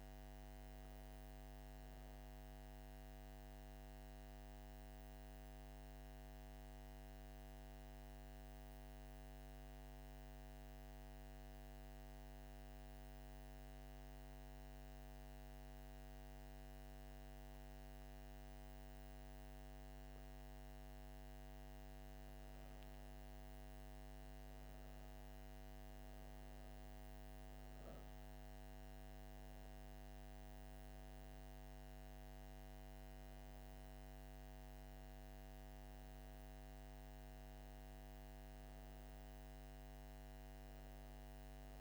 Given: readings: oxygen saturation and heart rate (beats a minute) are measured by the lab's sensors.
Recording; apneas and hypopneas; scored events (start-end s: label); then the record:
breathing in sleep, hard to hear, by a microphone on the trachea; 1
2.00-18.00 s: central apnea (oxygen 96% before, 91% lowest)
19.50-24.00 s: arousal
22.50-41.81 s: oxygen desaturation (device-marked, oxygen 96% before, 92% lowest)
From the record:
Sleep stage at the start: N2 (light sleep); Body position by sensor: on the back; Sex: female